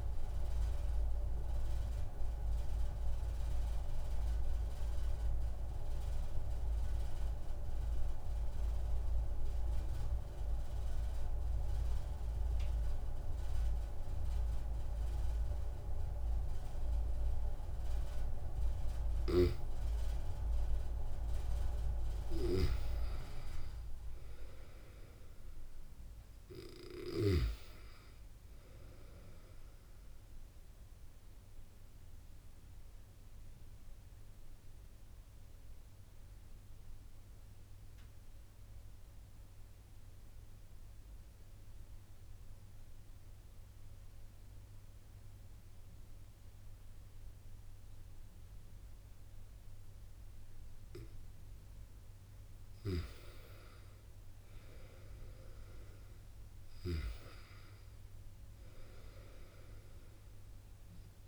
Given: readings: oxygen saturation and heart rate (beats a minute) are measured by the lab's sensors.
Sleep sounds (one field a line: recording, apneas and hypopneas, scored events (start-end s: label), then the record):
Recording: breathing in sleep by a room microphone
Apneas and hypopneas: 2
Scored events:
1.00-18.00 s: obstructive apnea (oxygen 97% before, 92% lowest)
20.00-23.50 s: arousal
23.00-46.00 s: oxygen desaturation (device-marked, oxygen 96% before, 92% lowest)
32.50-51.00 s: obstructive apnea (oxygen 96% before, 91% lowest)
52.00-55.50 s: arousal
From the record:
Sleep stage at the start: N2 (light sleep)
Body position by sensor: on the back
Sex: male